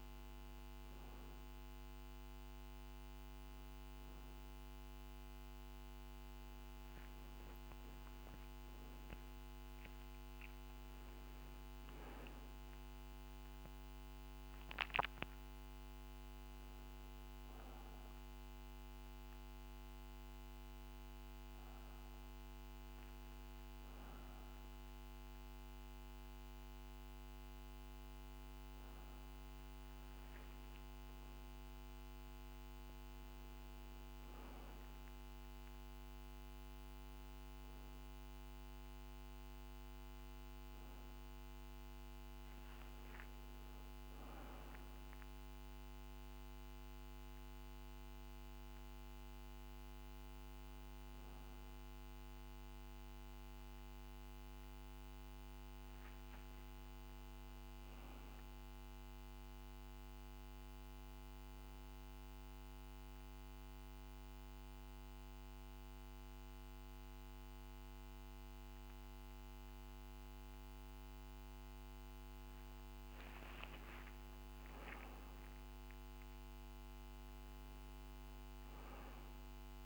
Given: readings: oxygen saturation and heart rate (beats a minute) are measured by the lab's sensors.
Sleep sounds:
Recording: a person partly awake in a sleep study, hard to hear, by a microphone on the trachea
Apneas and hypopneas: 1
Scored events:
24.50-79.86 s: new sleep stage, N1 (lightest sleep)
59.50-71.50 s: hypopnea (oxygen 97% before, 94% lowest, heart rate 50 before, 48 extreme, up 4 after)
72.50-77.00 s: arousal
From the record:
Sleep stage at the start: awake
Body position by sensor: on the back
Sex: male

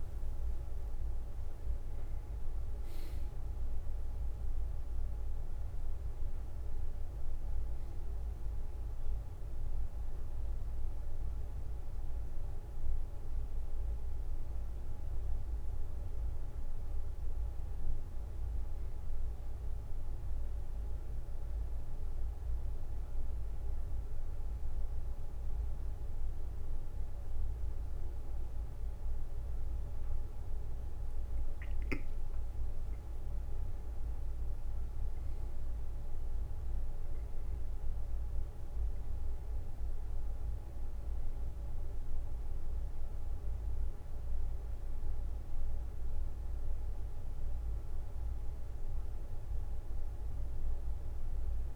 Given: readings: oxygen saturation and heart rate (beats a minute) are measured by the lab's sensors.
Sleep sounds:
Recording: a person awake in a sleep study, hard to hear, by a room microphone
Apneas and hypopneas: none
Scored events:
none scored
From the record:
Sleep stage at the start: awake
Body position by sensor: on the back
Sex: male

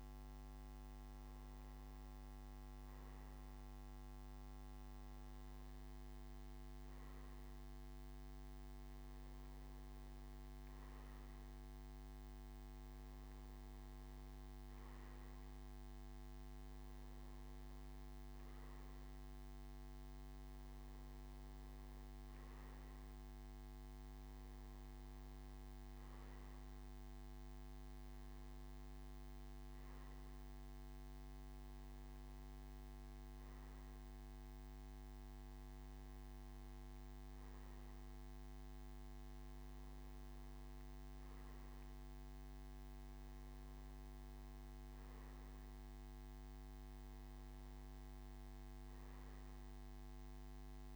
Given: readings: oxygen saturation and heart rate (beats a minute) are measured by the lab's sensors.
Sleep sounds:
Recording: breathing in sleep, hard to hear, by a microphone on the trachea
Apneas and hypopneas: none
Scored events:
44.00-50.96 s: new sleep stage, N3 (deep sleep)
From the record:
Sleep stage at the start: N2 (light sleep)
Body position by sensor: on the back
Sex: male

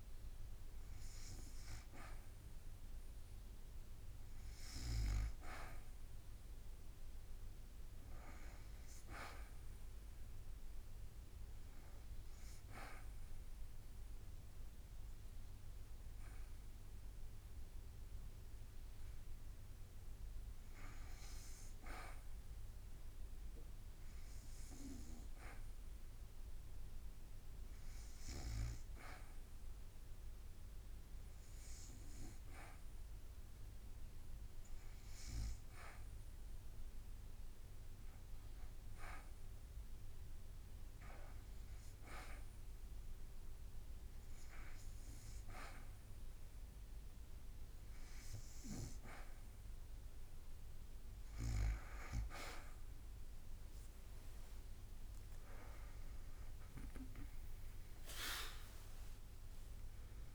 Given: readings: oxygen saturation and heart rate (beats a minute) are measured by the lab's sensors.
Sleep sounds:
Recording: breathing in sleep by a room microphone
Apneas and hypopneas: 1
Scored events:
0.00-11.50 s: oxygen desaturation (device-marked, oxygen 92% lowest, heart rate 55 extreme)
14.50-38.00 s: hypopnea (oxygen 97% before, 89% lowest, heart rate 55 before, 55 extreme, up 1 after)
19.50-29.50 s: drop in pulse transit time (device-marked, heart rate 56 before, 55 extreme)
40.50-46.50 s: drop in pulse transit time (device-marked, heart rate 56 before, 56 extreme)
40.50-60.35 s: oxygen desaturation (device-marked, oxygen 93% before, 89% lowest, heart rate 56 before, 53 extreme)
41.50-45.50 s: arousal
55.50-60.00 s: arousal
57.50-60.35 s: drop in pulse transit time (device-marked, heart rate 57 before, 54 extreme)
From the record:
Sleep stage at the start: N2 (light sleep)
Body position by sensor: on the back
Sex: female

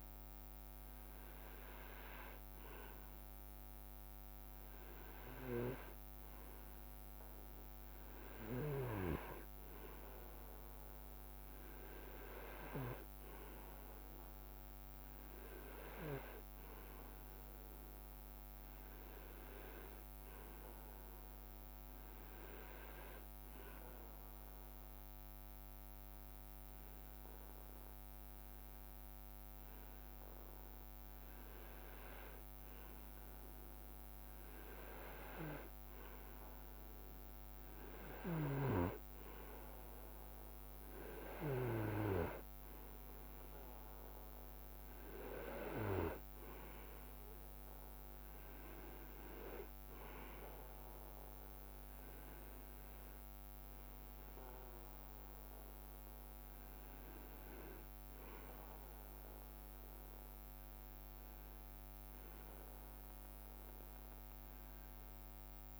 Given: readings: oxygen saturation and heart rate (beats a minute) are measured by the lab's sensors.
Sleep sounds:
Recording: breathing in sleep by a microphone on the trachea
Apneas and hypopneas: none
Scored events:
none scored
From the record:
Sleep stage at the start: REM sleep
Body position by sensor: on the right side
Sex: male

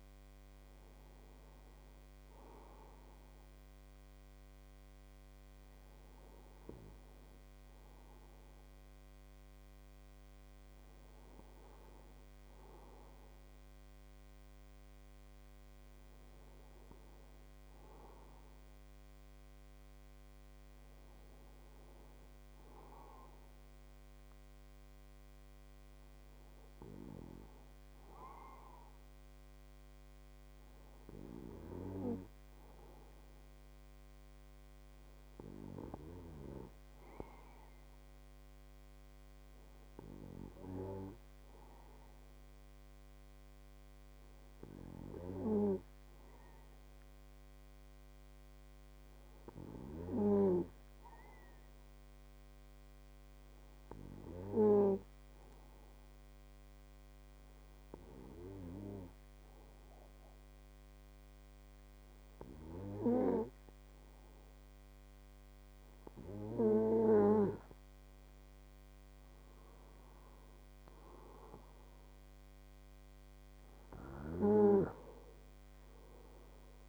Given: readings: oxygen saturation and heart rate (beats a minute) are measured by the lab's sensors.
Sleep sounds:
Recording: breathing in sleep by a microphone on the trachea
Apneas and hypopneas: 1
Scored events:
33.00-36.50 s: arousal
41.50-66.00 s: hypopnea (oxygen 97% before, 95% lowest, heart rate 167 before, 30 extreme, up 6 after)
68.50-72.00 s: arousal
From the record:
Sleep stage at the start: N2 (light sleep)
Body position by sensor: on the right side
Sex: male

